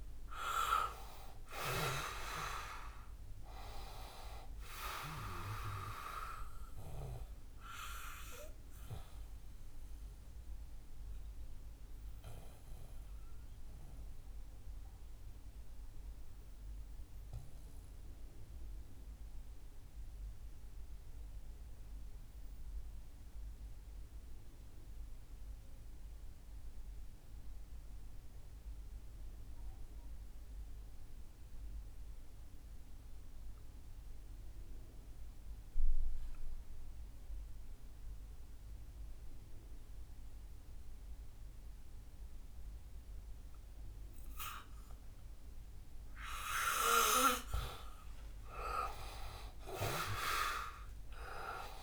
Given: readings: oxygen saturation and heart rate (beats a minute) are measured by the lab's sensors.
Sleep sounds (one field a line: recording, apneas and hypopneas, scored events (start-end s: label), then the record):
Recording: breathing in sleep by a room microphone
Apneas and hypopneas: 1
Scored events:
0.00-1.50 s: arousal
0.00-28.00 s: oxygen desaturation (device-marked, oxygen 87% lowest, heart rate 60 extreme)
6.50-47.50 s: obstructive apnea (oxygen 98% before, 85% lowest, heart rate 67 before, 58 extreme, up 9 after)
43.00-51.83 s: oxygen desaturation (device-marked, oxygen 98% before, 85% lowest, heart rate 63 before, 58 extreme)
48.50-51.83 s: arousal
From the record:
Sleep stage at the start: N2 (light sleep)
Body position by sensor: on the back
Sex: male